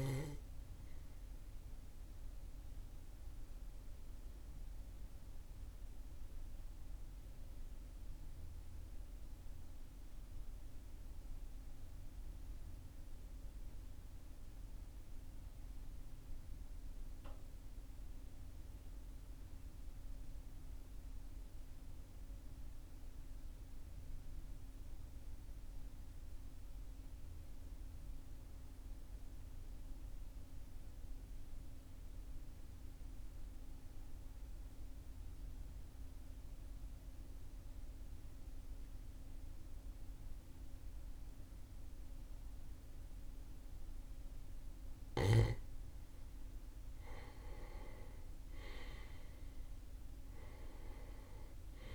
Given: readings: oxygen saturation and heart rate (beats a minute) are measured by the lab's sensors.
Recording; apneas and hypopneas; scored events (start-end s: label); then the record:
breathing in sleep, hard to hear, by a room microphone; 1
0.00-9.00 s: oxygen desaturation (device-marked, oxygen 93% lowest, heart rate 37 extreme)
3.00-45.00 s: obstructive apnea (oxygen 98% before, 92% lowest, heart rate 42 before, 37 extreme, up 2 after)
40.00-51.95 s: oxygen desaturation (device-marked, oxygen 98% before, 93% lowest, heart rate 40 before, 37 extreme)
46.50-51.95 s: arousal
From the record:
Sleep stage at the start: N2 (light sleep); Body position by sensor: on the back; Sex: male